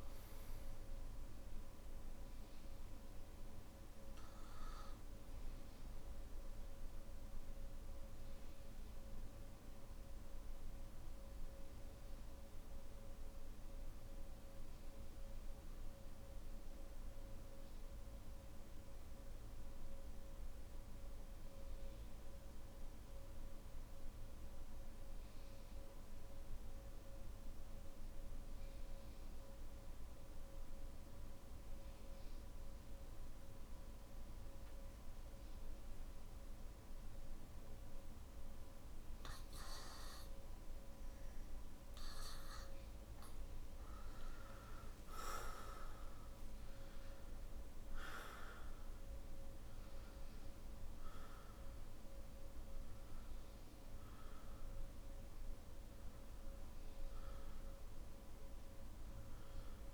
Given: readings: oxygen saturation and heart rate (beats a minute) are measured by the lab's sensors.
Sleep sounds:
breathing in sleep, hard to hear, by a room microphone; 1
7.00-41.00 s: obstructive apnea (oxygen 97% before, 91% lowest, heart rate 51 before, 44 extreme, up 14 after)
15.00-24.00 s: oxygen desaturation (device-marked, oxygen 95% before, 92% lowest, heart rate 48 before, 45 extreme)
38.00-59.94 s: oxygen desaturation (device-marked, oxygen 98% before, 94% lowest, heart rate 46 before, 47 extreme)
From the record:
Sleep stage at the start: N3 (deep sleep); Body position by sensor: on the back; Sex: male

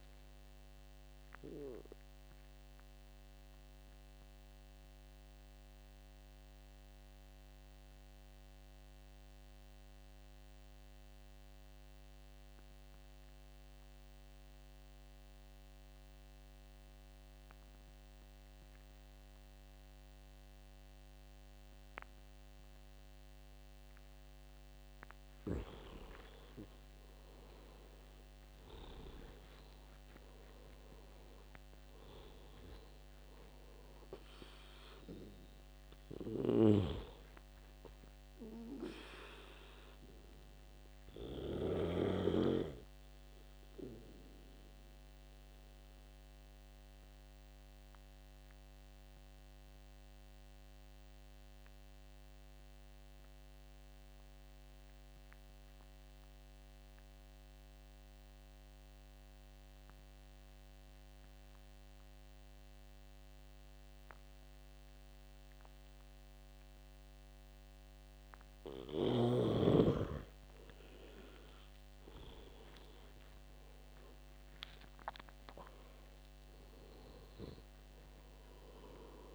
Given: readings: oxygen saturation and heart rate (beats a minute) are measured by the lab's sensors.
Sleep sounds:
breathing in sleep by a microphone on the trachea; 2
0.00-19.50 s: oxygen desaturation (device-marked, oxygen 85% lowest, heart rate 65 extreme)
1.50-25.00 s: obstructive apnea (oxygen 97% before, 84% lowest, heart rate 75 before, 65 extreme, up 10 after)
27.50-30.50 s: arousal
32.50-38.50 s: oxygen desaturation (device-marked, oxygen 98% before, 91% lowest, heart rate 76 before, 65 extreme)
43.00-69.00 s: obstructive apnea (oxygen 98% before, 84% lowest, heart rate 79 before, 65 extreme, up 14 after)
46.50-57.50 s: oxygen desaturation (device-marked, oxygen 92% before, 84% lowest, heart rate 79 before, 68 extreme)
72.00-75.00 s: arousal
From the record:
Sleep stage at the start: N2 (light sleep); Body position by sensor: on the back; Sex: male

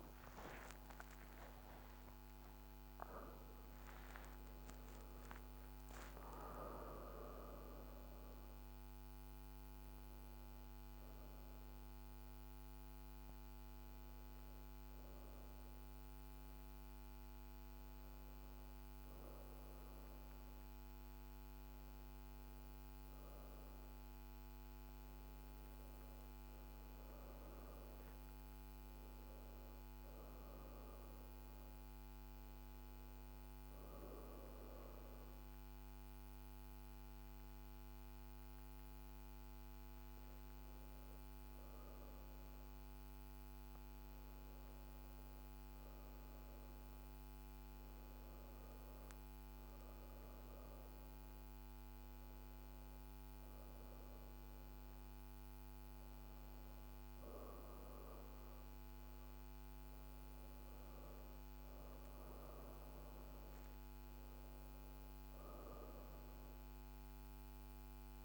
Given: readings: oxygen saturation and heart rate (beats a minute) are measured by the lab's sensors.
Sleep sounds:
breathing in sleep, hard to hear, by a microphone on the trachea; 2
0.00-3.00 s: arousal
13.00-23.50 s: hypopnea (oxygen 96% before, 92% lowest)
28.00-32.50 s: arousal
34.00-45.00 s: hypopnea (oxygen 97% before, 83% lowest)
47.50-51.50 s: arousal
49.00-63.00 s: oxygen desaturation (device-marked, oxygen 96% before, 92% lowest)
63.50-66.50 s: arousal
From the record:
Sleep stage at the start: N2 (light sleep); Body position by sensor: on the back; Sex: female

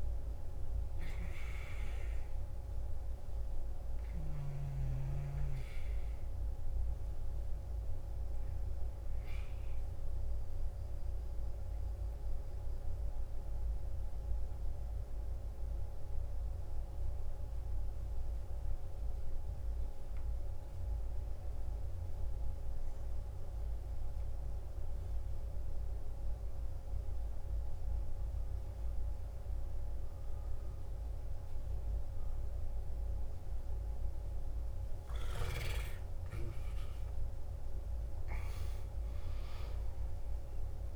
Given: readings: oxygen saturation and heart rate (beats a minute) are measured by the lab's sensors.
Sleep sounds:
breathing in sleep, hard to hear, by a room microphone; 1
0.00-11.50 s: oxygen desaturation (device-marked, oxygen 89% lowest, heart rate 53 extreme)
1.50-34.50 s: obstructive apnea (oxygen 95% before, 89% lowest, heart rate 63 before, 53 extreme, up 16 after)
30.50-40.96 s: oxygen desaturation (device-marked, oxygen 97% before, 92% lowest, heart rate 54 before, 53 extreme)
36.00-40.96 s: arousal
From the record:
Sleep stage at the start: N2 (light sleep); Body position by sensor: on the back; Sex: male

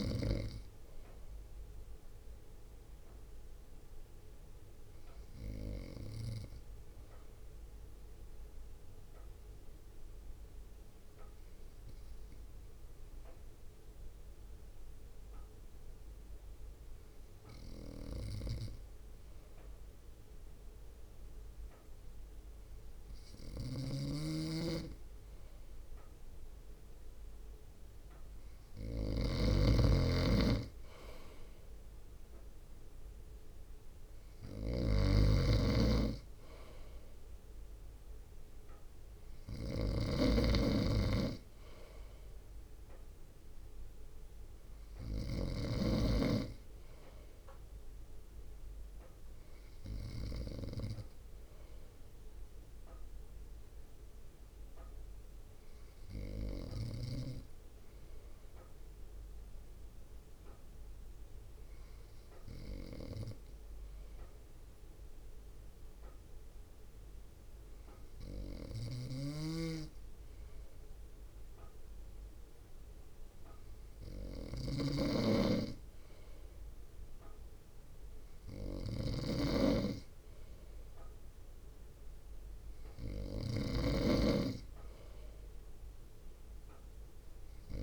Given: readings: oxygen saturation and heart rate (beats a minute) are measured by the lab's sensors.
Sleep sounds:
breathing in sleep by a room microphone; 2
0.00-3.50 s: drop in pulse transit time (device-marked, heart rate 48 extreme)
2.00-26.00 s: obstructive apnea (oxygen 97% before, 94% lowest, heart rate 53 before, 52 extreme, up 1 after)
23.50-46.00 s: snoring (device-marked)
31.00-35.00 s: arousal
33.50-47.50 s: drop in pulse transit time (device-marked, heart rate 55 before, 52 extreme)
53.00-70.50 s: hypopnea (oxygen 97% before, 94% lowest, heart rate 55 before, 52 extreme, up 3 after)
69.00-87.83 s: snoring (device-marked)
73.50-76.50 s: arousal
76.50-87.83 s: drop in pulse transit time (device-marked, heart rate 55 before, 52 extreme)
From the record:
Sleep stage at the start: N2 (light sleep); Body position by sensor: on the front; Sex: male

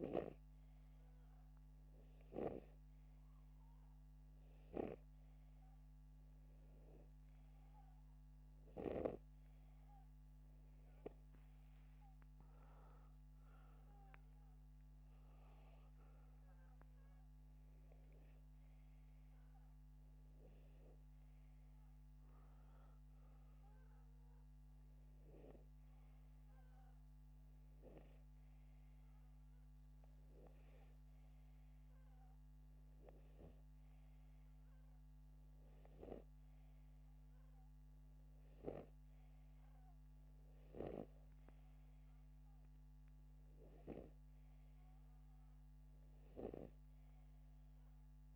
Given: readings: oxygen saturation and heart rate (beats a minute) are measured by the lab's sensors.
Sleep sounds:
breathing in sleep by a microphone on the trachea; none
none scored
From the record:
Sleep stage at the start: N2 (light sleep); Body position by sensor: upright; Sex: male

